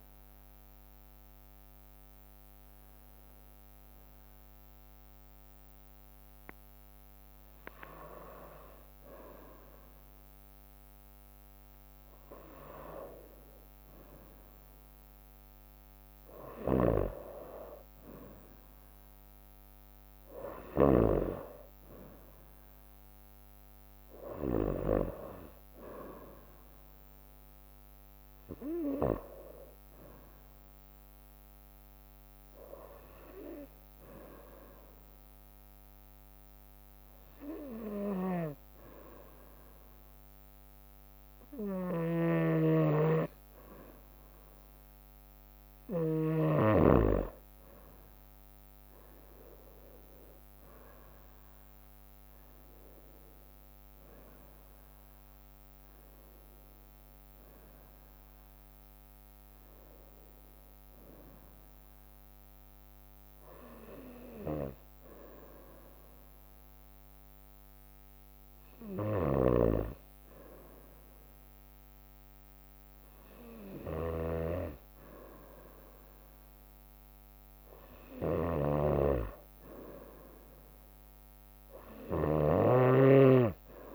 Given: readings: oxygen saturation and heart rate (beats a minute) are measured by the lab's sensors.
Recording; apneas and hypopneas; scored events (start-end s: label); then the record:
breathing in sleep by a microphone on the trachea; 3
2.50-14.00 s: hypopnea (oxygen 95% before, 92% lowest, heart rate 96 before, 59 extreme, up 5 after)
7.00-10.00 s: bradycardia (device-marked, heart rate 72 before, 60 extreme)
16.50-20.00 s: arousal
18.00-32.00 s: drop in pulse transit time (device-marked, heart rate 64 before, 63 extreme)
24.00-83.95 s: new sleep stage, N2 (light sleep)
34.50-47.00 s: obstructive apnea (oxygen 96% before, 92% lowest, heart rate 64 before, 61 extreme, up 9 after)
38.00-46.50 s: snoring (device-marked)
49.50-53.00 s: arousal
64.50-83.95 s: snoring (device-marked)
66.00-78.50 s: hypopnea (oxygen 94% before, 92% lowest, heart rate 68 before, 65 extreme, up 4 after)
80.50-83.50 s: arousal
From the record:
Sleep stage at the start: N1 (lightest sleep); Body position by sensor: on the right side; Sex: female